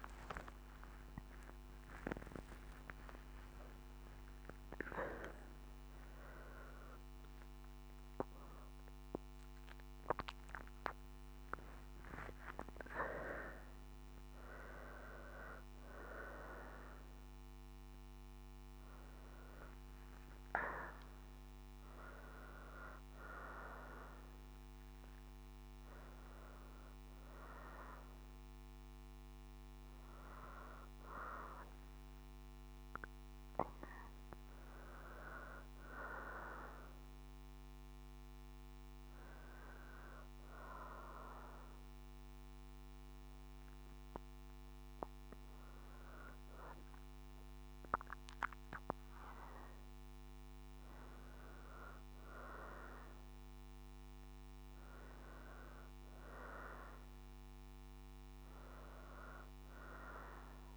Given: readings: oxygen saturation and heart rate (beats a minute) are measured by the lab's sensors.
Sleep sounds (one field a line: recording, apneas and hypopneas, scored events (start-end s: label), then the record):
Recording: a person awake in a sleep study, by a microphone on the trachea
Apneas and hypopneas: none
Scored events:
23.50-40.50 s: oxygen desaturation (device-marked, oxygen 95% before, 92% lowest, heart rate 103 before, 60 extreme)
From the record:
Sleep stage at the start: awake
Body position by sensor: on the right side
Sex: female